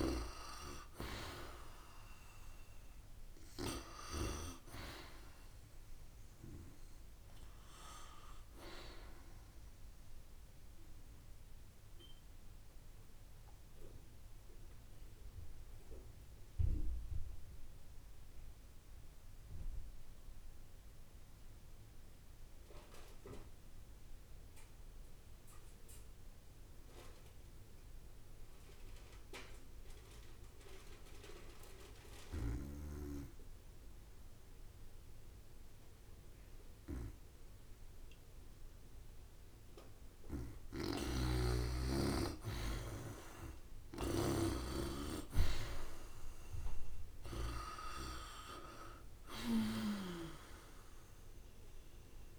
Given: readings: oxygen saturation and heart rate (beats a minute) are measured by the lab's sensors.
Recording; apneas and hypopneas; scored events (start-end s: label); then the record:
breathing in sleep by a room microphone; 1
3.50-23.50 s: oxygen desaturation (device-marked, oxygen 94% before, 86% lowest)
10.50-39.00 s: obstructive apnea (oxygen 95% before, 86% lowest)
31.50-39.50 s: oxygen desaturation (device-marked, oxygen 95% before, 90% lowest)
40.50-46.50 s: arousal
From the record:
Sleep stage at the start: N2 (light sleep); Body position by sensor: on the back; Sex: female